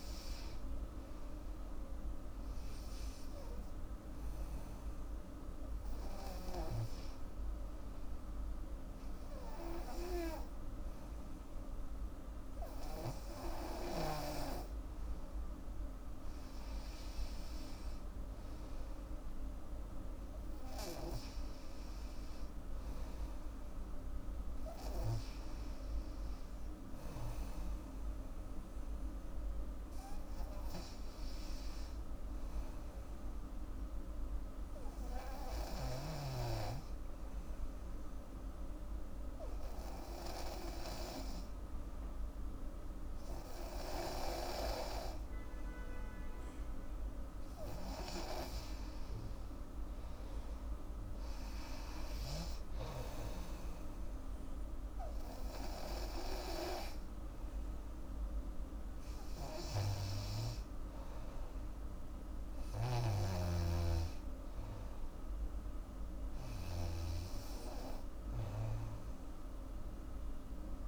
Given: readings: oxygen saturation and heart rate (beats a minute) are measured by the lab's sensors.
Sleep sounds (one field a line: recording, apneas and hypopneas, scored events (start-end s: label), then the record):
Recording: breathing in sleep by a room microphone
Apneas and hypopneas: 1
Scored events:
0.00-2.50 s: arousal
0.00-8.00 s: oxygen desaturation (device-marked, oxygen 95% lowest, heart rate 78 extreme)
26.00-30.00 s: arousal
32.50-47.50 s: obstructive apnea (oxygen 97% before, 93% lowest, heart rate 82 before, 80 extreme, up 8 after)
49.50-52.50 s: arousal
50.00-67.00 s: oxygen desaturation (device-marked, oxygen 96% before, 93% lowest, heart rate 82 before, 75 extreme)
69.00-70.88 s: arousal
From the record:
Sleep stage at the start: N2 (light sleep)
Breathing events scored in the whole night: 298 in 3.7 hours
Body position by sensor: on the back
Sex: female